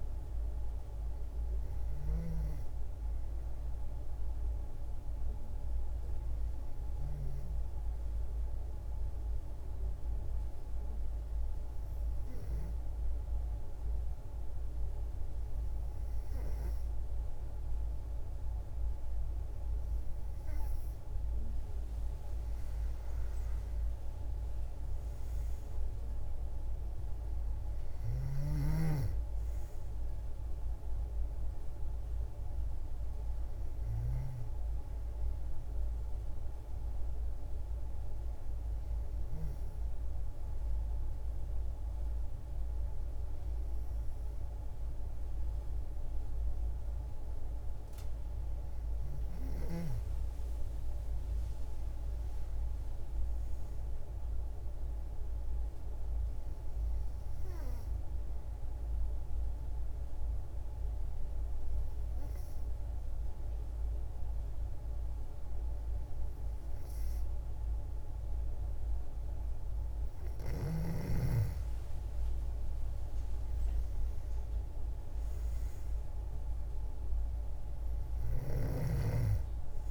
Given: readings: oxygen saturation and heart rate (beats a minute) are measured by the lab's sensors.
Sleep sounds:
breathing in sleep, hard to hear, by a room microphone; 3
4.00-20.50 s: hypopnea (oxygen 97% before, 93% lowest, heart rate 69 before, 54 extreme, up 48 after)
22.50-27.50 s: arousal
37.00-47.50 s: hypopnea (oxygen 96% before, 93% lowest, heart rate 77 before, 53 extreme, up 10 after)
48.50-52.50 s: arousal
54.50-69.00 s: hypopnea (oxygen 96% before, 92% lowest, heart rate 68 before, 53 extreme, up 11 after)
72.00-75.50 s: arousal
From the record:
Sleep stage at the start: N2 (light sleep); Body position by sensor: on the back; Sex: female

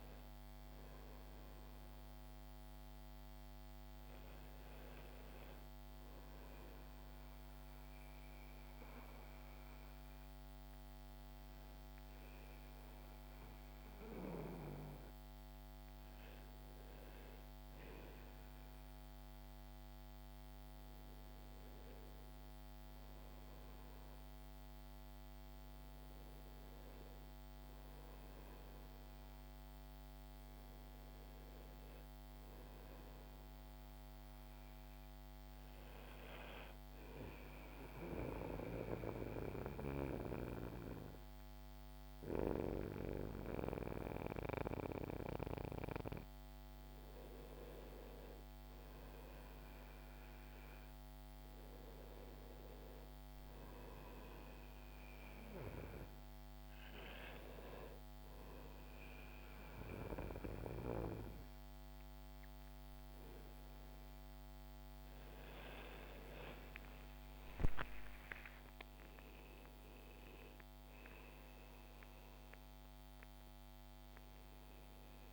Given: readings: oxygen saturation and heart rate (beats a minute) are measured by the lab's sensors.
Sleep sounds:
breathing in sleep by a microphone on the trachea; 2
6.50-17.00 s: mixed apnea (oxygen 95% before, 92% lowest, heart rate 70 before, 67 extreme, up 1 after)
20.00-25.00 s: arousal
25.00-43.00 s: oxygen desaturation (device-marked, oxygen 95% before, 92% lowest, heart rate 68 before, 64 extreme)
37.00-47.50 s: mixed apnea (oxygen 95% before, 92% lowest, heart rate 68 before, 64 extreme, up 2 after)
50.50-55.00 s: arousal
67.50-72.50 s: arousal
From the record:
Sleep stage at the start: N1 (lightest sleep); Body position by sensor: on the back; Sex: male

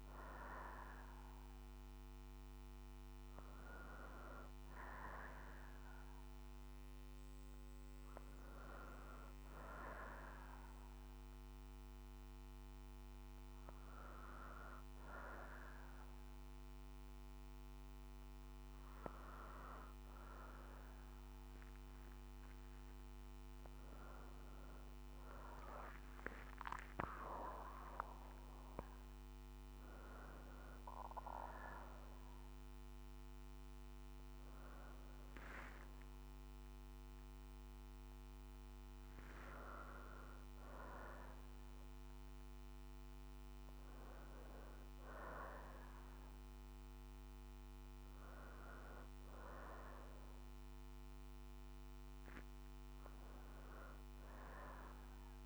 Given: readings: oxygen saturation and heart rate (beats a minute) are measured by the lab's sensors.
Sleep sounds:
a person awake in a sleep study, by a microphone on the trachea; none
8.50-38.50 s: new sleep stage, awake
38.50-55.46 s: new sleep stage, N1 (lightest sleep)
From the record:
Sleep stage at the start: N2 (light sleep); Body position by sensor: on the back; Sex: female

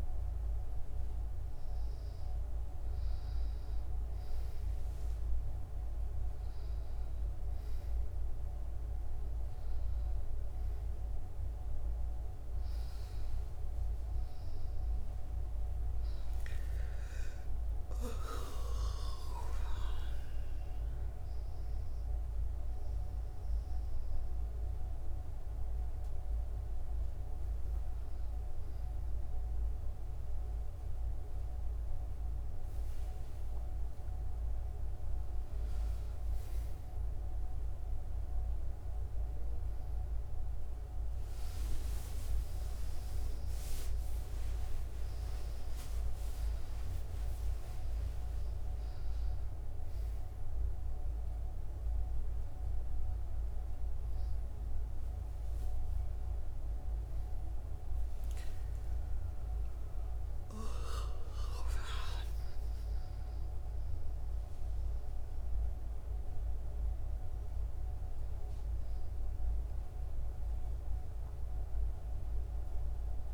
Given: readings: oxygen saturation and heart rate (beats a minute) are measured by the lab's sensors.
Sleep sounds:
a person partly awake in a sleep study, hard to hear, by a room microphone; none
29.50-73.34 s: new sleep stage, N1 (lightest sleep)
60.50-65.00 s: arousal
From the record:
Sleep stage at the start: awake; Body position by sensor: on the back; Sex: female

